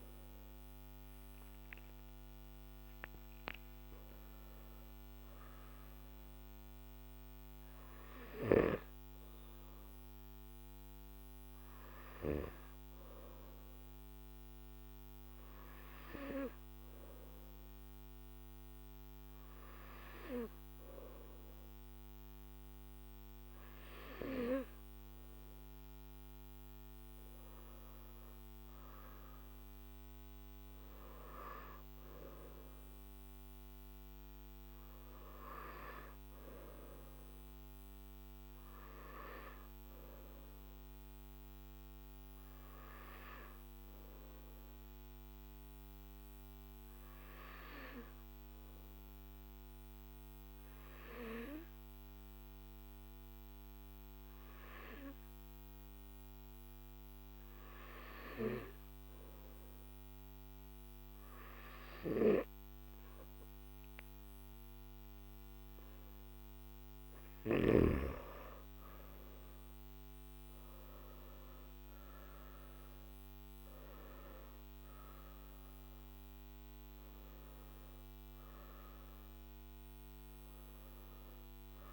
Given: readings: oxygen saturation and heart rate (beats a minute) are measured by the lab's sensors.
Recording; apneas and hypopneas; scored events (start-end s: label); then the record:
breathing in sleep by a microphone on the trachea; 2
8.00-25.50 s: hypopnea (oxygen 97% before, 93% lowest, heart rate 59 before, 49 extreme, up 5 after)
43.00-64.00 s: obstructive apnea (oxygen 97% before, 93% lowest, heart rate 52 before, 50 extreme, up 10 after)
68.50-81.93 s: oxygen desaturation (device-marked, oxygen 97% before, 93% lowest, heart rate 54 before, 49 extreme)
From the record:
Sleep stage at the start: N3 (deep sleep); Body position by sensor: on the back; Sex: male